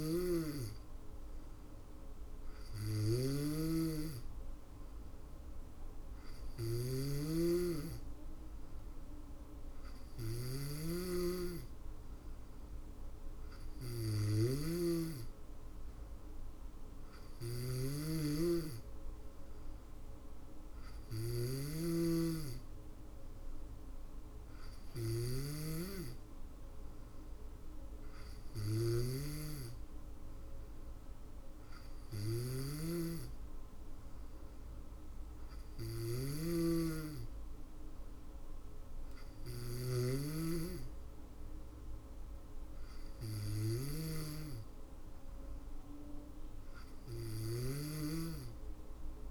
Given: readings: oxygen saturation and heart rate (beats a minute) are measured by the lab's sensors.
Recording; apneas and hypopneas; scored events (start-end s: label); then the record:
breathing in sleep by a room microphone; none
0.00-49.31 s: snoring (device-marked)
From the record:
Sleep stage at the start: N2 (light sleep); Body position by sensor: on the back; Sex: female